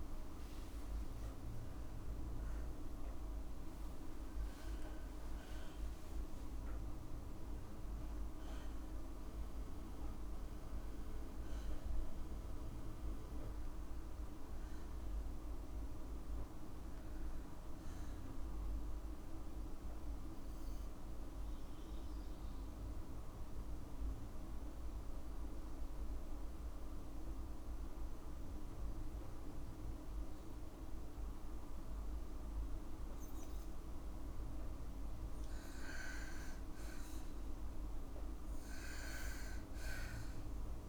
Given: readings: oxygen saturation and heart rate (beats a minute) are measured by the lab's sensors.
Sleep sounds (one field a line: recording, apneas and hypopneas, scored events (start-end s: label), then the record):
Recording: breathing in sleep, hard to hear, by a room microphone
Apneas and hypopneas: 1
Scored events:
14.00-16.50 s: arousal
19.00-34.00 s: obstructive apnea (oxygen 98% before, 93% lowest, heart rate 60 before, 54 extreme, up 13 after)
20.00-30.00 s: oxygen desaturation (device-marked, oxygen 98% before, 93% lowest, heart rate 59 before, 54 extreme)
22.50-24.50 s: long interval between heartbeats (device-marked, heart rate 57 before, 61 extreme)
35.00-39.00 s: arousal
38.00-40.00 s: long interval between heartbeats (device-marked, heart rate 58 before, 64 extreme)
From the record:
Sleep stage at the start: N2 (light sleep)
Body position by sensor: on the back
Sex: female